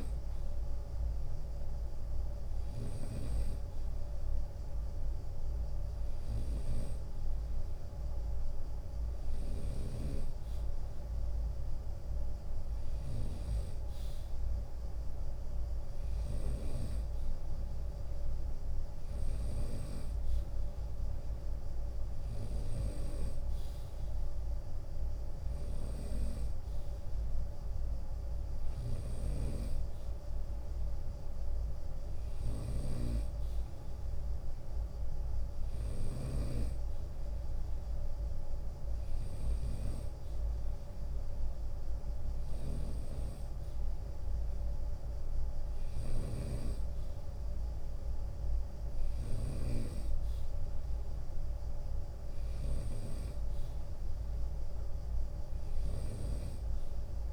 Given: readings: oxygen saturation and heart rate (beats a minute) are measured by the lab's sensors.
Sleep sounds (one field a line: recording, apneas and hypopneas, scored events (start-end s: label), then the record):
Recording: breathing in sleep by a room microphone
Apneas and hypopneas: none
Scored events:
8.50-16.00 s: snoring (device-marked)
26.50-28.50 s: long interval between heartbeats (device-marked, heart rate 79 before, 75 extreme)
28.00-49.00 s: snoring (device-marked)
From the record:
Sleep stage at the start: N2 (light sleep)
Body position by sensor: on the right side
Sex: male